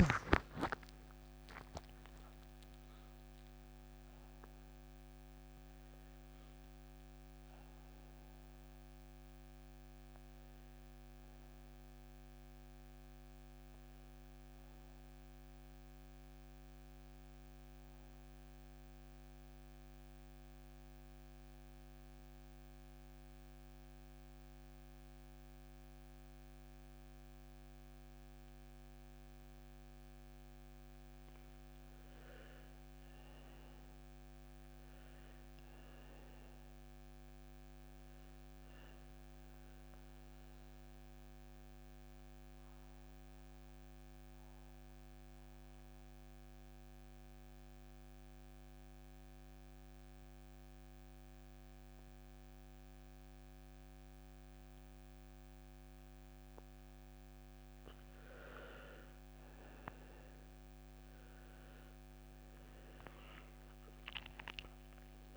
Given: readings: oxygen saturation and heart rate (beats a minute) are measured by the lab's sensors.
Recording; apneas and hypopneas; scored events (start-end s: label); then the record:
breathing in sleep, hard to hear, by a microphone on the trachea; 2
0.00-19.00 s: oxygen desaturation (device-marked, oxygen 84% lowest)
18.00-30.00 s: mixed apnea (oxygen 98% before, 87% lowest)
32.00-36.50 s: arousal
37.00-50.00 s: oxygen desaturation (device-marked, oxygen 99% before, 89% lowest)
40.00-56.50 s: mixed apnea (oxygen 100% before, 87% lowest)
58.00-65.37 s: oxygen desaturation (device-marked, oxygen 98% before, 87% lowest)
60.50-65.37 s: arousal
From the record:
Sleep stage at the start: N2 (light sleep); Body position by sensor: on the back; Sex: male